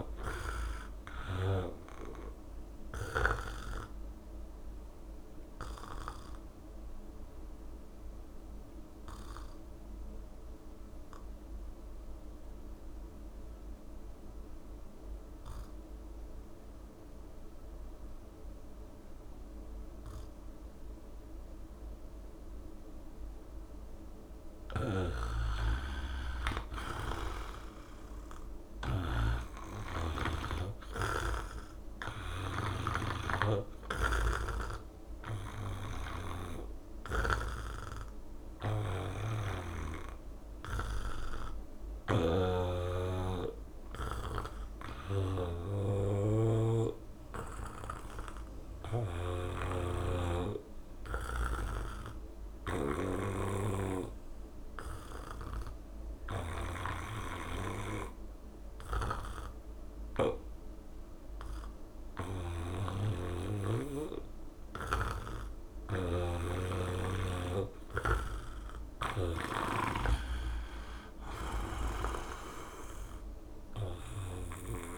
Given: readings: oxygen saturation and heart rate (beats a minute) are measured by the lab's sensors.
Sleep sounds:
breathing in sleep by a room microphone; 2
0.00-12.00 s: oxygen desaturation (device-marked, oxygen 80% lowest, heart rate 65 extreme)
1.50-23.50 s: obstructive apnea (oxygen 99% before, 80% lowest, heart rate 74 before, 65 extreme, up 9 after)
24.50-30.00 s: snoring (device-marked)
26.00-29.00 s: arousal
30.00-46.00 s: oxygen desaturation (device-marked, oxygen 98% before, 87% lowest, heart rate 69 before, 71 extreme)
32.00-74.98 s: snoring (device-marked)
37.00-67.50 s: obstructive apnea (oxygen 99% before, 85% lowest, heart rate 72 before, 64 extreme, up 0 after)
57.00-74.98 s: oxygen desaturation (device-marked, oxygen 96% before, 89% lowest, heart rate 74 before, 64 extreme)
58.00-74.98 s: new sleep stage, N2 (light sleep)
70.00-72.00 s: long interval between heartbeats (device-marked, heart rate 72 before, 64 extreme)
70.50-74.98 s: arousal
From the record:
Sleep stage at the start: REM sleep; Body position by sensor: on the back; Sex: male

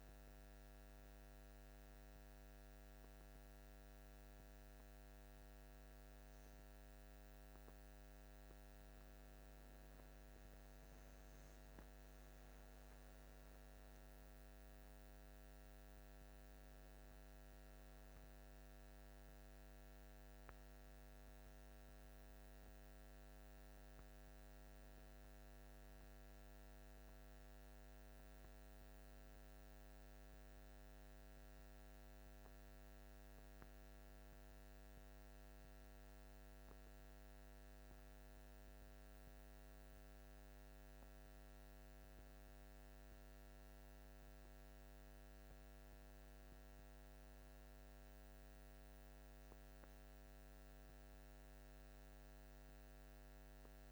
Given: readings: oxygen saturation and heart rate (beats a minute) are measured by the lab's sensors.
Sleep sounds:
breathing in sleep, hard to hear, by a microphone on the trachea; none
11.50-16.00 s: arousal
From the record:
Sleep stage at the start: N1 (lightest sleep); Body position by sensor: on the back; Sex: male

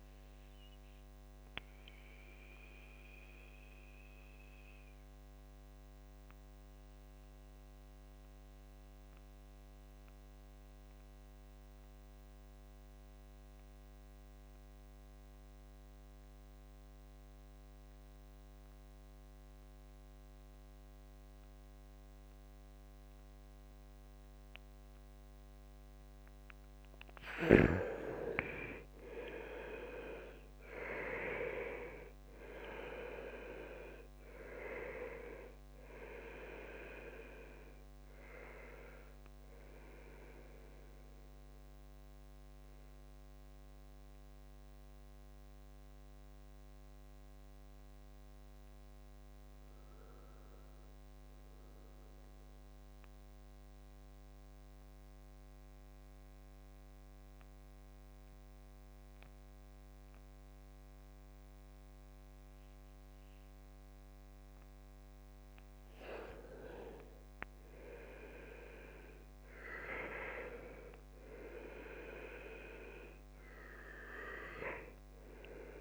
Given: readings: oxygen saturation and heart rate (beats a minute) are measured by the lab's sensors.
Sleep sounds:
breathing in sleep by a microphone on the trachea; 2
0.00-14.00 s: oxygen desaturation (device-marked, oxygen 85% lowest, heart rate 64 extreme)
2.00-25.50 s: mixed apnea (oxygen 99% before, 82% lowest, heart rate 69 before, 64 extreme, up 4 after)
24.00-58.00 s: oxygen desaturation (device-marked, oxygen 98% before, 82% lowest, heart rate 67 before, 65 extreme)
28.00-32.50 s: arousal
42.50-66.50 s: mixed apnea (oxygen 98% before, 82% lowest, heart rate 69 before, 65 extreme, up 3 after)
68.50-73.00 s: arousal
70.00-75.81 s: oxygen desaturation (device-marked, oxygen 98% before, 86% lowest, heart rate 68 before, 66 extreme)
From the record:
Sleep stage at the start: N2 (light sleep); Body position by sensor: on the back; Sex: male

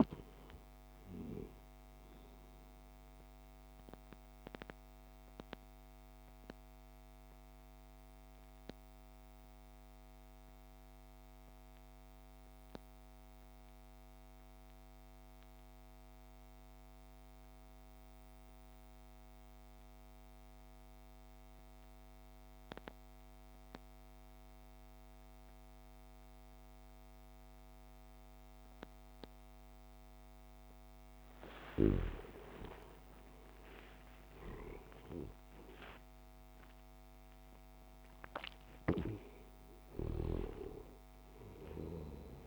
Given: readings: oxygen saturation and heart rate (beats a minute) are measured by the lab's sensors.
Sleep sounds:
breathing in sleep by a microphone on the trachea; 1
0.00-20.00 s: oxygen desaturation (device-marked, oxygen 83% lowest)
6.50-32.00 s: mixed apnea (oxygen 99% before, 80% lowest)
31.00-42.46 s: oxygen desaturation (device-marked, oxygen 99% before, 84% lowest)
33.00-38.00 s: arousal
From the record:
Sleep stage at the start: N2 (light sleep); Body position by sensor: on the back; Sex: male

